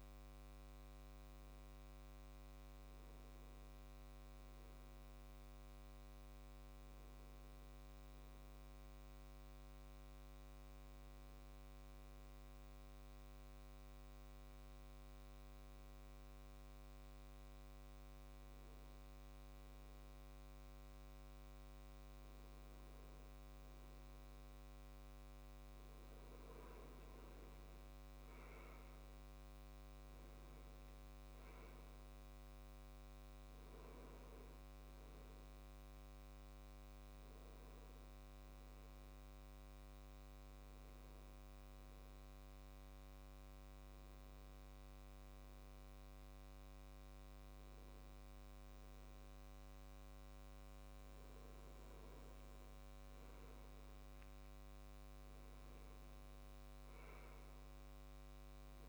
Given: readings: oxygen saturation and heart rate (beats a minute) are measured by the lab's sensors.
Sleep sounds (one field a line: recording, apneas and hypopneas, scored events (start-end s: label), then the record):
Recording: breathing in sleep, hard to hear, by a microphone on the trachea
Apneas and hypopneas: 2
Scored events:
7.00-58.89 s: new sleep stage, N2 (light sleep)
10.00-21.00 s: hypopnea (oxygen 96% before, 96% lowest, heart rate 69 before, 63 extreme, up 6 after)
23.50-26.50 s: arousal
36.50-49.00 s: hypopnea (oxygen 98% before, 96% lowest, heart rate 70 before, 64 extreme, up 12 after)
54.00-56.50 s: arousal
From the record:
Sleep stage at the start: N3 (deep sleep)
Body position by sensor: on the left side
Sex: male